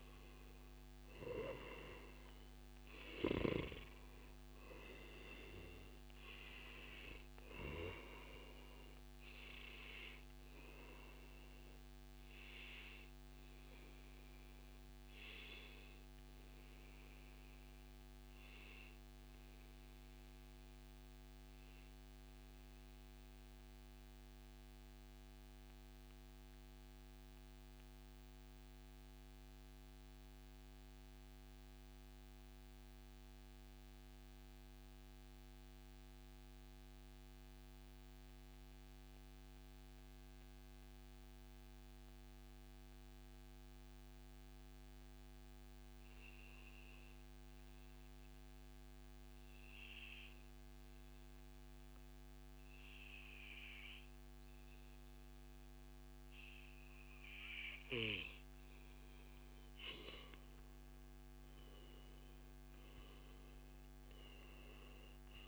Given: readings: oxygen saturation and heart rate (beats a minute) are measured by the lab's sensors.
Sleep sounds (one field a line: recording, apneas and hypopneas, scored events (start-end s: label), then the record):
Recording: breathing in sleep by a microphone on the trachea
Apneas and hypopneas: 1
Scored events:
0.00-32.50 s: oxygen desaturation (device-marked, oxygen 91% lowest, heart rate 105 extreme)
20.00-57.50 s: mixed apnea (oxygen 97% before, 91% lowest, heart rate 119 before, 106 extreme, up 35 after)
50.50-52.50 s: long interval between heartbeats (device-marked, heart rate 143 before, 131 extreme)
53.50-55.50 s: long interval between heartbeats (device-marked, heart rate 141 before, 113 extreme)
55.50-65.48 s: oxygen desaturation (device-marked, oxygen 98% before, 93% lowest, heart rate 139 before, 88 extreme)
59.00-63.50 s: arousal
From the record:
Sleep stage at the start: N2 (light sleep)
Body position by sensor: on the back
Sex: male